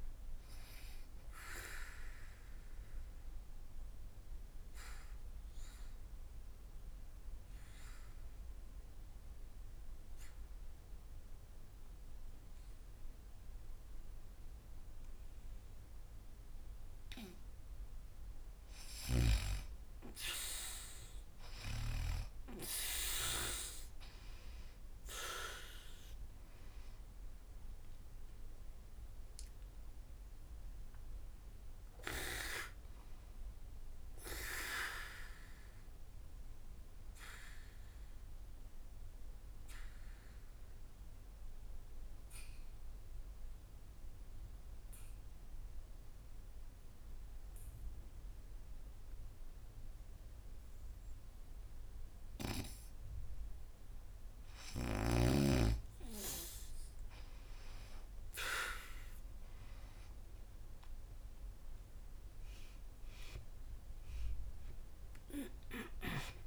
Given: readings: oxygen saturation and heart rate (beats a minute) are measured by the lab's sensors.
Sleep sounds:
breathing in sleep by a room microphone; 2
1.50-17.00 s: obstructive apnea (oxygen 94% before, 81% lowest, heart rate 111 before, 76 extreme, up 0 after)
18.50-22.00 s: snoring (device-marked)
21.50-47.50 s: oxygen desaturation (device-marked, oxygen 99% before, 83% lowest, heart rate 83 before, 72 extreme)
23.50-28.50 s: arousal
34.50-53.00 s: obstructive apnea (oxygen 99% before, 81% lowest, heart rate 81 before, 72 extreme, up 4 after)
55.50-66.46 s: oxygen desaturation (device-marked, oxygen 99% before, 81% lowest, heart rate 79 before, 76 extreme)
56.00-60.50 s: arousal
From the record:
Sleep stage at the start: N2 (light sleep); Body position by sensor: on the back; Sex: female

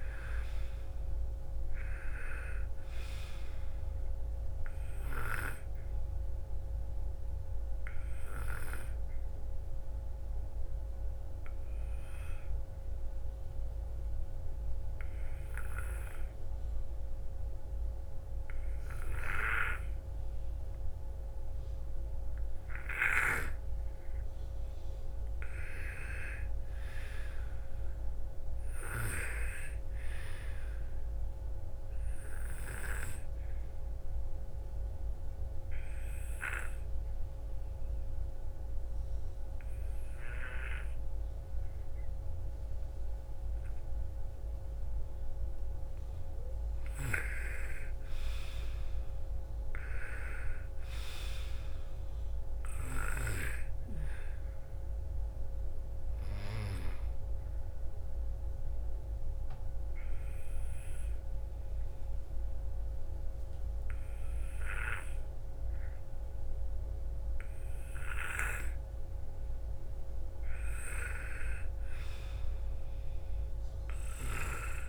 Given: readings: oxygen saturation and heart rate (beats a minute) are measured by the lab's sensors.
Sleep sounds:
breathing in sleep by a room microphone; 3
0.00-1.50 s: arousal
6.00-19.00 s: oxygen desaturation (device-marked, oxygen 97% before, 90% lowest, heart rate 59 before, 55 extreme)
10.00-23.00 s: obstructive apnea (oxygen 97% before, 90% lowest, heart rate 60 before, 56 extreme, up 5 after)
25.00-29.00 s: arousal
30.00-44.00 s: oxygen desaturation (device-marked, oxygen 98% before, 91% lowest, heart rate 57 before, 54 extreme)
33.00-46.50 s: obstructive apnea (oxygen 98% before, 90% lowest, heart rate 58 before, 54 extreme, up 8 after)
47.50-52.50 s: arousal
57.00-67.00 s: oxygen desaturation (device-marked, oxygen 97% before, 90% lowest, heart rate 59 before, 54 extreme)
58.50-68.50 s: obstructive apnea (oxygen 97% before, 89% lowest, heart rate 59 before, 54 extreme, up 6 after)
69.50-72.50 s: arousal
From the record:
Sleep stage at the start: N2 (light sleep); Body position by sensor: on the right side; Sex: female

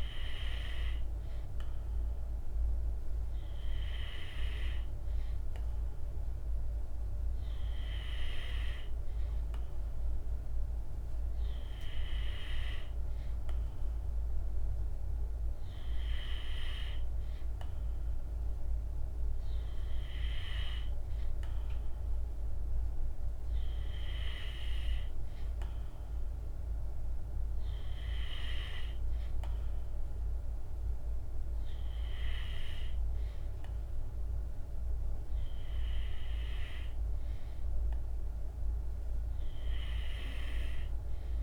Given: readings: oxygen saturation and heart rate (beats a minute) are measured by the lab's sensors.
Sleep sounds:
breathing in sleep by a room microphone; none
none scored
From the record:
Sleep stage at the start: N2 (light sleep); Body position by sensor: on the back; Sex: male

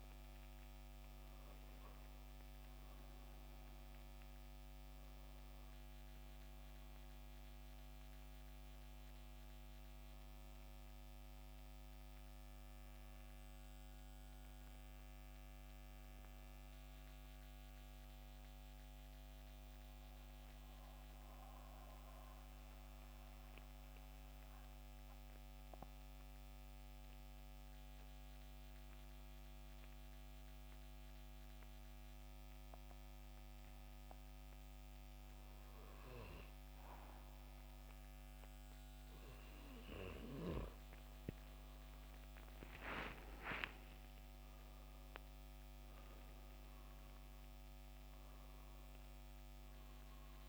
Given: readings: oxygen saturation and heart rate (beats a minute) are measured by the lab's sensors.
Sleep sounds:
breathing in sleep by a microphone on the trachea; 1
0.00-23.50 s: oxygen desaturation (device-marked, oxygen 86% lowest, heart rate 67 extreme)
19.50-33.00 s: central apnea (oxygen 95% before, 86% lowest, heart rate 79 before, 67 extreme, up 6 after)
38.50-50.49 s: oxygen desaturation (device-marked, oxygen 94% before, 86% lowest, heart rate 70 before, 68 extreme)
40.50-46.00 s: arousal
From the record:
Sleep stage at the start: N2 (light sleep); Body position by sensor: on the back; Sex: male

